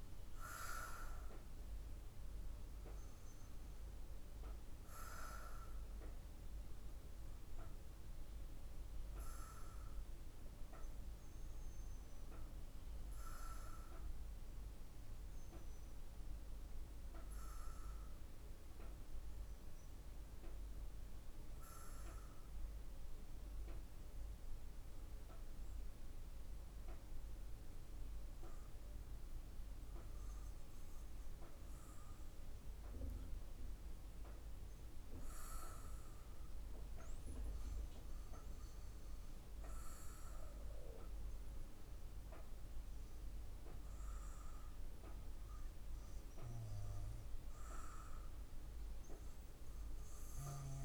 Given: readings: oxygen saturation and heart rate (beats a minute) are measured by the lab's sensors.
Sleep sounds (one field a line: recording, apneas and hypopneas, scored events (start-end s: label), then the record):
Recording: breathing in sleep by a room microphone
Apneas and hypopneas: none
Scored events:
none scored
From the record:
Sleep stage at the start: REM sleep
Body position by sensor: on the back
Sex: female